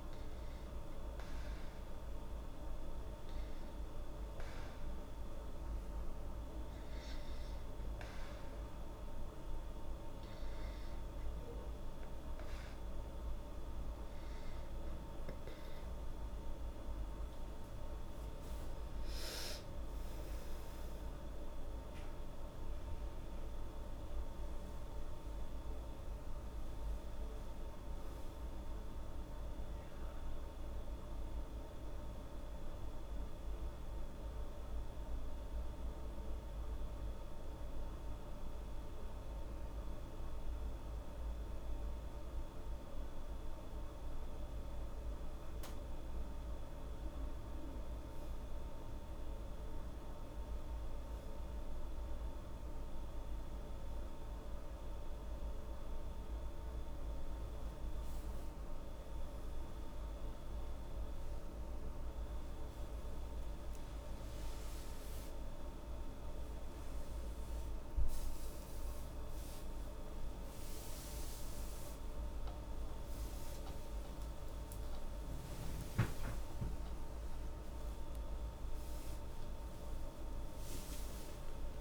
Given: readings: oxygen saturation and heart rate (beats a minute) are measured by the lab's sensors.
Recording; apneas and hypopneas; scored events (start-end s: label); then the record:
breathing in sleep, hard to hear, by a room microphone; none
19.00-25.00 s: arousal
64.50-81.81 s: new sleep stage, awake
From the record:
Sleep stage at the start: N2 (light sleep); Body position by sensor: on the back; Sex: female